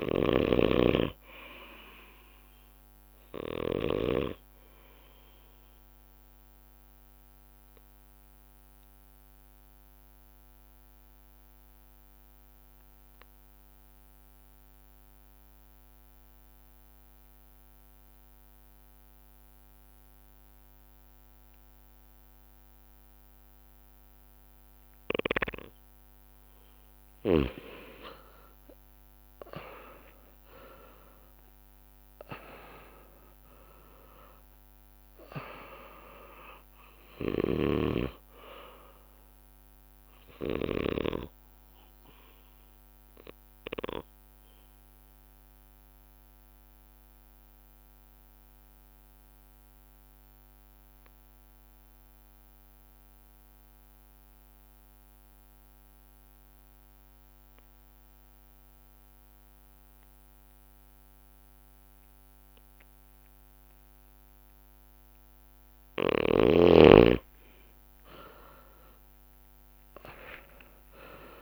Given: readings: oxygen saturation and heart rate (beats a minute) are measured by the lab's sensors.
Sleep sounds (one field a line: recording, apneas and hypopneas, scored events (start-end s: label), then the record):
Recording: breathing in sleep by a microphone on the trachea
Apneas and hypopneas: 2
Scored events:
2.00-18.00 s: oxygen desaturation (device-marked, oxygen 97% before, 92% lowest)
7.00-25.50 s: obstructive apnea (oxygen 99% before, 90% lowest)
27.50-32.50 s: arousal
34.00-54.00 s: oxygen desaturation (device-marked, oxygen 98% before, 92% lowest)
37.00-41.00 s: snoring (device-marked)
42.00-65.50 s: obstructive apnea (oxygen 98% before, 89% lowest)
63.00-71.42 s: oxygen desaturation (device-marked, oxygen 99% before, 89% lowest)
65.00-71.42 s: drop in pulse transit time (device-marked)
69.00-71.42 s: arousal
From the record:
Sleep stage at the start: N2 (light sleep)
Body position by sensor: on the back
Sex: male